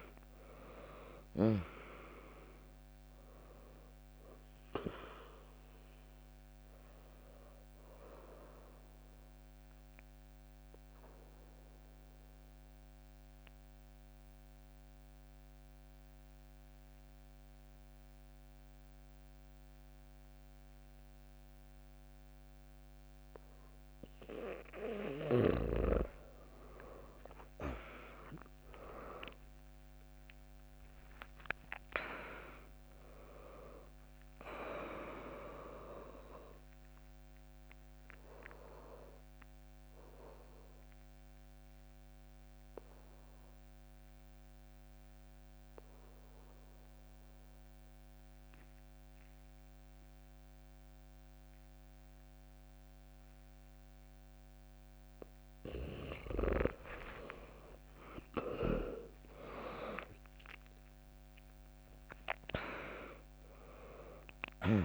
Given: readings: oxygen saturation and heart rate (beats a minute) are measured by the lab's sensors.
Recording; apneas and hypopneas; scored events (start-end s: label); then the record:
breathing in sleep by a microphone on the trachea; 2
0.00-10.00 s: drop in pulse transit time (device-marked, heart rate 72 extreme)
0.00-19.00 s: oxygen desaturation (device-marked, oxygen 96% lowest, heart rate 59 extreme)
7.00-25.50 s: mixed apnea (oxygen 100% before, 96% lowest, heart rate 73 before, 59 extreme, up 13 after)
24.00-26.00 s: bradycardia (device-marked, heart rate 74 before, 63 extreme)
27.00-32.00 s: arousal
30.00-41.00 s: drop in pulse transit time (device-marked, heart rate 75 before, 65 extreme)
37.00-55.00 s: obstructive apnea (oxygen 100% before, 96% lowest, heart rate 72 before, 58 extreme, up 8 after)
52.00-54.00 s: bradycardia (device-marked, heart rate 74 before, 65 extreme)
57.00-61.00 s: arousal
60.00-64.85 s: drop in pulse transit time (device-marked, heart rate 71 before, 63 extreme)
From the record:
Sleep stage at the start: N2 (light sleep); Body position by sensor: on the back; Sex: female